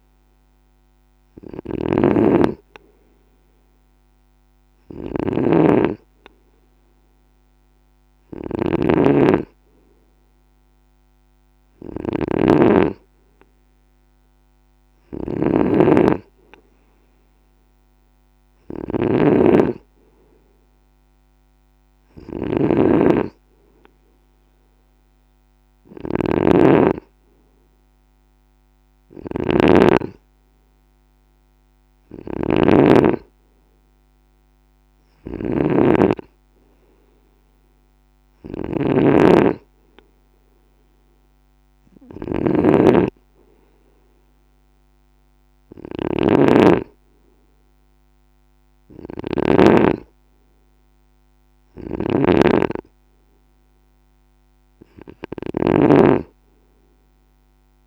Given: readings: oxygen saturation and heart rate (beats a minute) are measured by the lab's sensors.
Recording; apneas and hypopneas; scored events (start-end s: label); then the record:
breathing in sleep by a microphone on the trachea; none
0.00-57.87 s: snoring (device-marked)
From the record:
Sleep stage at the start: N2 (light sleep); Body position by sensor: on the right side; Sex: male